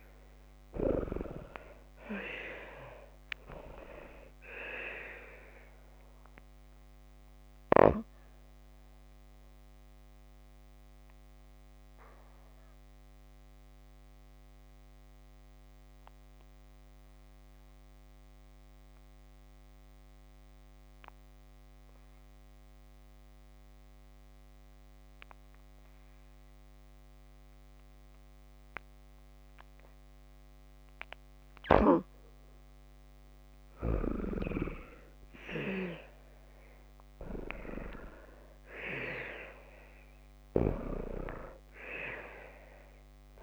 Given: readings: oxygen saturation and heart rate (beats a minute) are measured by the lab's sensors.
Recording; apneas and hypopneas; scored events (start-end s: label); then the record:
breathing in sleep by a microphone on the trachea; 1
0.00-5.00 s: oxygen desaturation (device-marked, oxygen 88% lowest, heart rate 53 extreme)
9.50-30.00 s: obstructive apnea (oxygen 96% before, 86% lowest, heart rate 67 before, 53 extreme, up 3 after)
32.50-37.00 s: arousal
33.00-43.43 s: oxygen desaturation (device-marked, oxygen 94% before, 86% lowest, heart rate 55 before, 53 extreme)
From the record:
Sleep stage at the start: N2 (light sleep); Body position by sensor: on the back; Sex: female